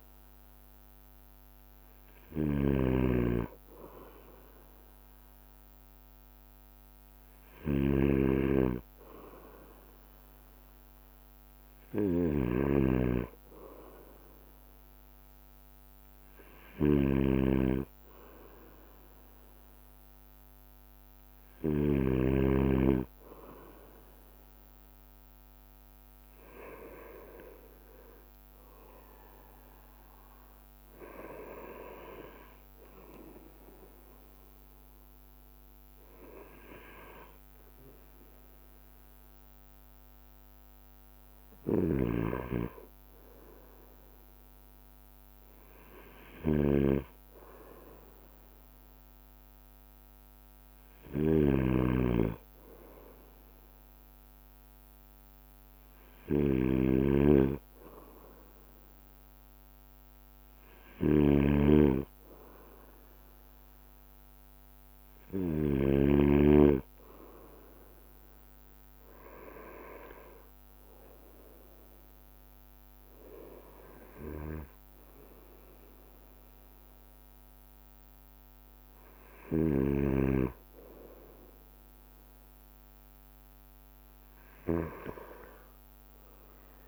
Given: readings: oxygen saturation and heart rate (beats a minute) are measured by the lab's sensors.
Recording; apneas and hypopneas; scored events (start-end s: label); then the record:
breathing in sleep by a microphone on the trachea; none
0.00-22.50 s: snoring (device-marked)
2.00-14.00 s: bradycardia (device-marked, heart rate 45 before, 31 extreme)
7.00-9.00 s: long interval between heartbeats (device-marked, heart rate 47 before, 50 extreme)
17.00-80.00 s: bradycardia (device-marked)
27.00-29.00 s: long interval between heartbeats (device-marked, heart rate 50 before, 50 extreme)
30.00-37.00 s: drop in pulse transit time (device-marked)
32.00-34.00 s: long interval between heartbeats (device-marked, heart rate 49 before, 30 extreme)
38.50-40.50 s: long interval between heartbeats (device-marked, heart rate 44 before, 37 extreme)
42.00-66.00 s: snoring (device-marked)
46.00-48.00 s: long interval between heartbeats (device-marked, heart rate 37 before, 46 extreme)
55.00-57.00 s: long interval between heartbeats (device-marked, heart rate 43 before, 59 extreme)
65.00-67.00 s: long interval between heartbeats (device-marked, heart rate 46 before, 48 extreme)
69.50-71.50 s: long interval between heartbeats (device-marked, heart rate 46 before, 48 extreme)
70.00-80.00 s: drop in pulse transit time (device-marked, heart rate 46 before, 36 extreme)
74.50-76.50 s: long interval between heartbeats (device-marked, heart rate 45 before, 46 extreme)
80.00-86.87 s: snoring (device-marked)
84.00-86.87 s: bradycardia (device-marked)
84.50-86.50 s: long interval between heartbeats (device-marked, heart rate 46 before, 60 extreme)
From the record:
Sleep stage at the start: N2 (light sleep); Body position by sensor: on the right side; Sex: male